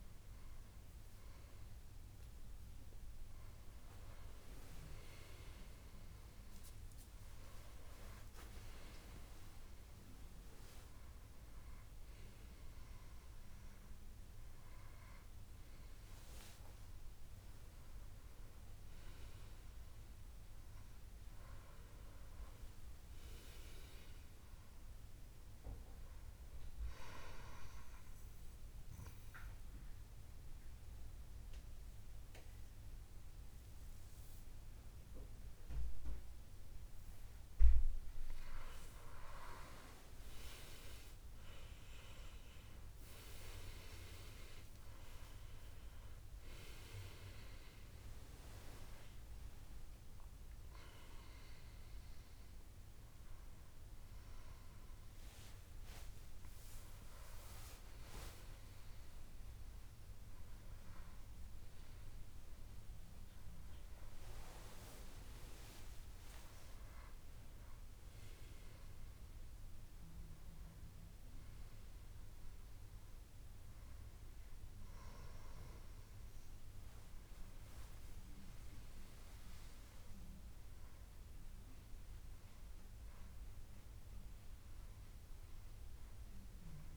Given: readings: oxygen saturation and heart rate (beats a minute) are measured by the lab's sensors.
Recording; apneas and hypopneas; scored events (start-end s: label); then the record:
breathing in sleep by a room microphone; 1
0.00-5.00 s: oxygen desaturation (device-marked, oxygen 89% lowest, heart rate 74 extreme)
28.00-39.00 s: obstructive apnea (oxygen 99% before, 93% lowest, heart rate 77 before, 67 extreme, up 13 after)
42.00-45.00 s: arousal
50.00-65.00 s: oxygen desaturation (device-marked, oxygen 97% before, 93% lowest, heart rate 73 before, 75 extreme)
57.00-86.97 s: new sleep stage, N1 (lightest sleep)
64.00-66.50 s: arousal
From the record:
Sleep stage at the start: N2 (light sleep); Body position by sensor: on the back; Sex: male